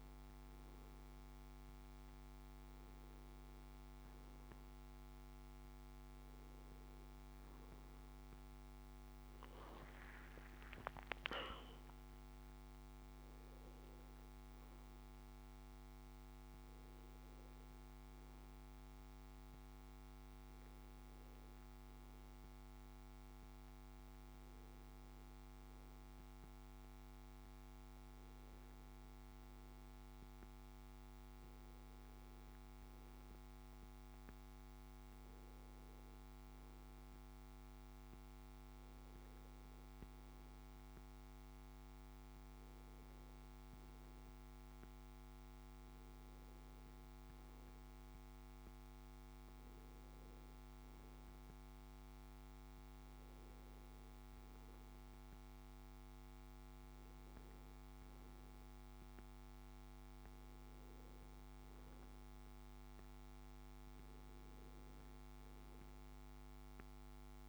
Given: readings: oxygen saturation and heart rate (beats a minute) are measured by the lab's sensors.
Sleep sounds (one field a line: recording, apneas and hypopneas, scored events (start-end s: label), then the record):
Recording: a person awake in a sleep study, hard to hear, by a microphone on the trachea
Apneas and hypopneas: none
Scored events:
57.00-67.49 s: new sleep stage, N2 (light sleep)
From the record:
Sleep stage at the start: awake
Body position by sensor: on the back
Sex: male